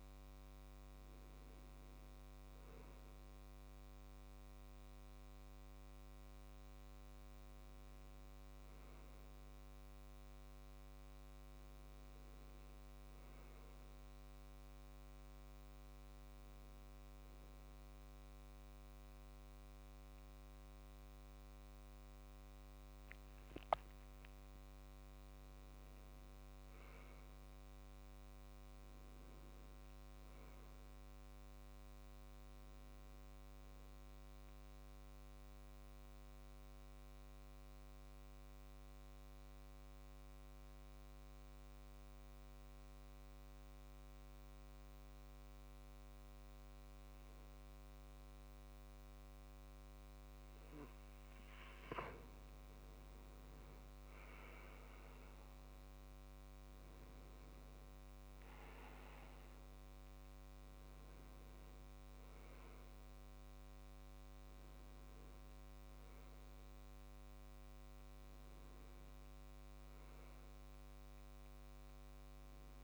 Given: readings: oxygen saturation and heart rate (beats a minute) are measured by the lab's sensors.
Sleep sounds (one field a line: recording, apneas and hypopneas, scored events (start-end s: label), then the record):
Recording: breathing in sleep, hard to hear, by a microphone on the trachea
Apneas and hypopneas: 2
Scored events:
8.00-11.00 s: arousal
13.50-24.50 s: hypopnea (oxygen 97% before, 88% lowest, heart rate 69 before, 67 extreme, up 8 after)
26.00-29.00 s: arousal
34.00-51.50 s: mixed apnea (oxygen 97% before, 88% lowest, heart rate 71 before, 67 extreme, up 5 after)
54.50-58.00 s: arousal
54.50-72.84 s: oxygen desaturation (device-marked, oxygen 96% before, 88% lowest, heart rate 69 before, 65 extreme)
From the record:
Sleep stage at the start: N2 (light sleep)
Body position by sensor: on the left side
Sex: male